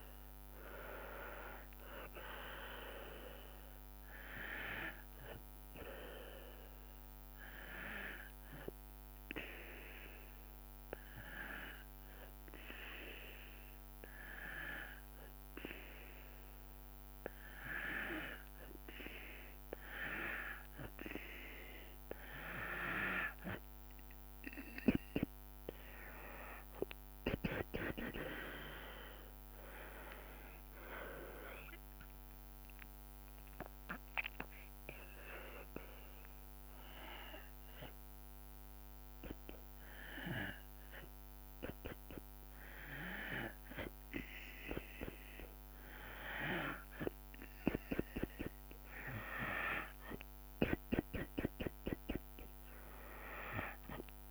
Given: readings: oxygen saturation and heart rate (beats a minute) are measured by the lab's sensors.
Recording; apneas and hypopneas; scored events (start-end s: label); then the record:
breathing in sleep by a microphone on the trachea; 2
0.00-5.50 s: drop in pulse transit time (device-marked, heart rate 71 extreme)
7.00-18.00 s: hypopnea (oxygen 97% before, 93% lowest, heart rate 75 before, 65 extreme, up 11 after)
26.50-30.00 s: arousal
32.00-43.50 s: hypopnea (oxygen 97% before, 93% lowest, heart rate 72 before, 66 extreme, up 6 after)
45.00-49.00 s: arousal
From the record:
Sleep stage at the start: N2 (light sleep); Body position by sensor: on the back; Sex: female